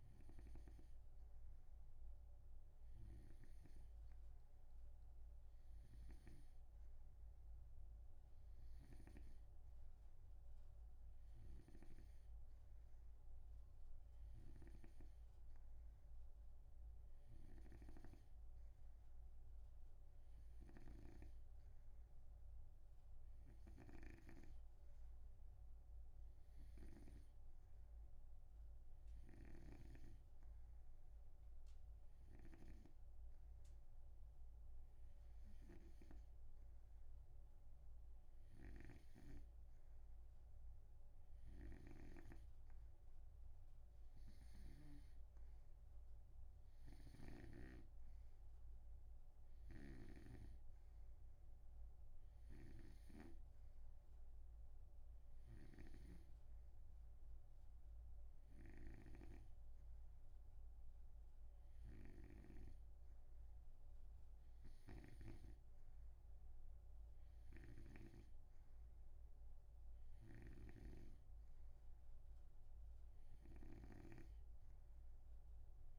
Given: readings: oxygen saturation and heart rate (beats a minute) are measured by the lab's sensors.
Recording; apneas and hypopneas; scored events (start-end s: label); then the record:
breathing in sleep by a room microphone; none
42.00-45.50 s: snoring (device-marked)
71.00-75.99 s: snoring (device-marked)
From the record:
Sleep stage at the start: N2 (light sleep); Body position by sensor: on the right side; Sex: male